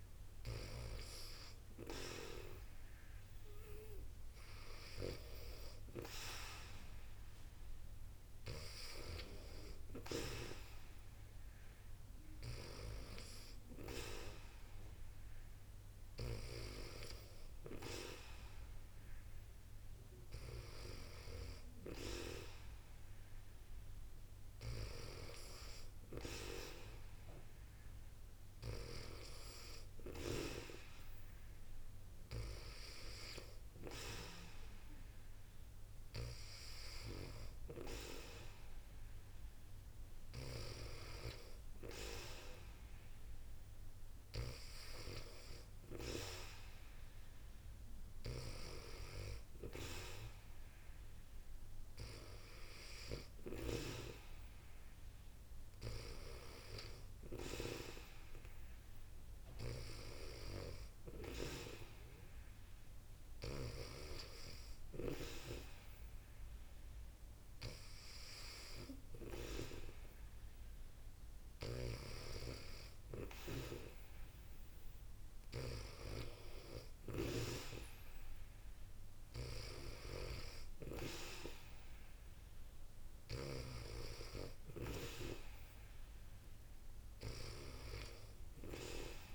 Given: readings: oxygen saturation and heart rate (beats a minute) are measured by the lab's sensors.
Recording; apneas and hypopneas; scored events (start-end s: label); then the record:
breathing in sleep by a room microphone; none
71.00-77.00 s: snoring (device-marked)
83.00-89.35 s: snoring (device-marked)
From the record:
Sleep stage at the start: N2 (light sleep); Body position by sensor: on the back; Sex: female